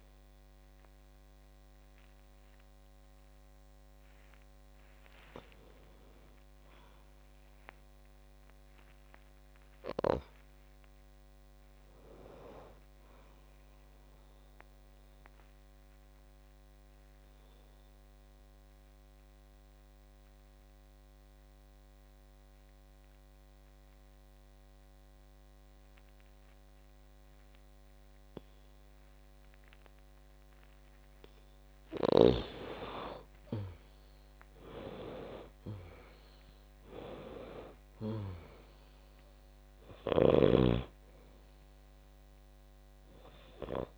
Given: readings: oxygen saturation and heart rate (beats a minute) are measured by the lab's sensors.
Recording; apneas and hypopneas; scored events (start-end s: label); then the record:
breathing in sleep by a microphone on the trachea; 1
0.00-3.50 s: oxygen desaturation (device-marked, oxygen 89% lowest, heart rate 53 extreme)
0.50-43.98 s: new sleep stage, N2 (light sleep)
5.50-9.00 s: arousal
15.50-31.50 s: obstructive apnea (oxygen 98% before, 91% lowest, heart rate 58 before, 51 extreme, up 24 after)
33.50-37.50 s: arousal
38.50-43.98 s: oxygen desaturation (device-marked, oxygen 96% before, 91% lowest, heart rate 60 before, 51 extreme)
From the record:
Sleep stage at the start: N1 (lightest sleep); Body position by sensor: on the back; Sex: female